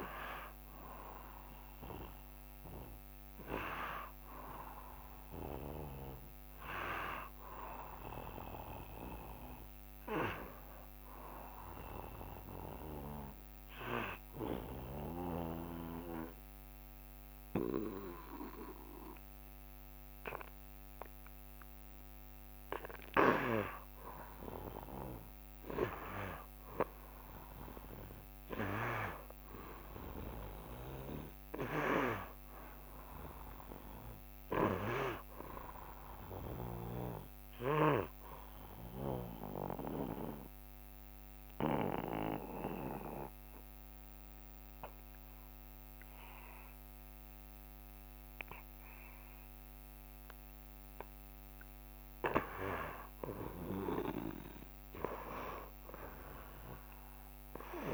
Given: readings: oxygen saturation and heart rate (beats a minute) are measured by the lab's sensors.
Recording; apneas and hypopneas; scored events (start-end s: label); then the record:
breathing in sleep by a microphone on the trachea; 2
12.50-24.50 s: obstructive apnea (oxygen 95% before, 87% lowest, heart rate 66 before, 67 extreme, up 2 after)
13.50-57.94 s: new sleep stage, N2 (light sleep)
27.00-32.00 s: arousal
30.50-48.50 s: oxygen desaturation (device-marked, oxygen 92% before, 88% lowest, heart rate 68 before, 68 extreme)
38.50-52.00 s: obstructive apnea (oxygen 93% before, 86% lowest, heart rate 68 before, 68 extreme, up 1 after)
54.50-57.94 s: arousal
From the record:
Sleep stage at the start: N1 (lightest sleep); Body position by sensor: on the back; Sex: male